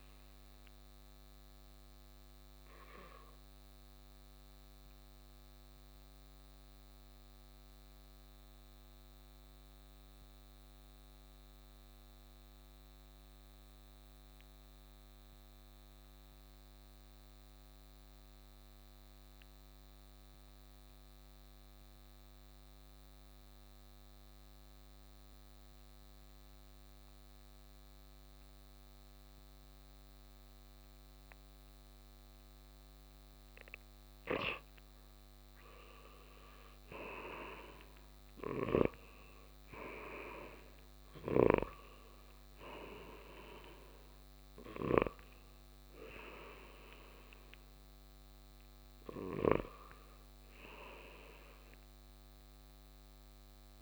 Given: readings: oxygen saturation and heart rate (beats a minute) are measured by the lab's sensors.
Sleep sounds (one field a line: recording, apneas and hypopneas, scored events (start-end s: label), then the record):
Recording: breathing in sleep by a microphone on the trachea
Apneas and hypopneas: 1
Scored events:
0.00-13.00 s: oxygen desaturation (device-marked, oxygen 89% lowest, heart rate 56 extreme)
1.00-34.00 s: mixed apnea (oxygen 99% before, 87% lowest, heart rate 60 before, 54 extreme, up 6 after)
29.00-53.82 s: oxygen desaturation (device-marked, oxygen 98% before, 87% lowest, heart rate 59 before, 53 extreme)
36.00-40.00 s: arousal
From the record:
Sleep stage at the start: N2 (light sleep)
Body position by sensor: on the right side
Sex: male